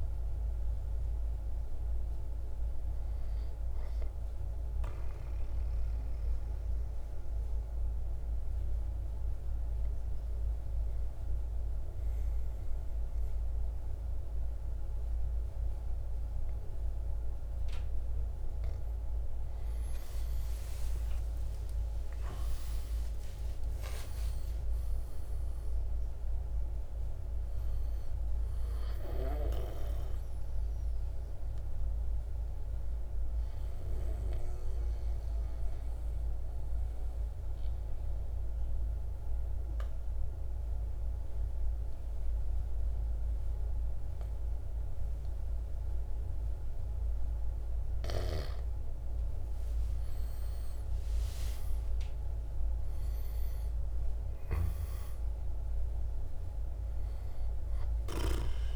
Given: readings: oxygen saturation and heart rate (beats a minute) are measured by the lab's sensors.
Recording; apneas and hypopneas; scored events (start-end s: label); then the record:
breathing in sleep by a room microphone; 2
0.00-5.00 s: drop in pulse transit time (device-marked, heart rate 59 extreme)
0.00-19.00 s: oxygen desaturation (device-marked, oxygen 96% before, 90% lowest, heart rate 59 before, 55 extreme)
3.50-18.00 s: obstructive apnea (oxygen 96% before, 90% lowest, heart rate 60 before, 55 extreme, up 15 after)
20.00-26.50 s: arousal
22.00-35.00 s: drop in pulse transit time (device-marked, heart rate 58 before, 57 extreme)
31.50-47.50 s: obstructive apnea (oxygen 97% before, 90% lowest, heart rate 62 before, 55 extreme, up 5 after)
40.00-49.00 s: oxygen desaturation (device-marked, oxygen 95% before, 92% lowest, heart rate 62 before, 54 extreme)
49.00-54.50 s: arousal
From the record:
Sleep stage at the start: N2 (light sleep); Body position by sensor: on the right side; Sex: male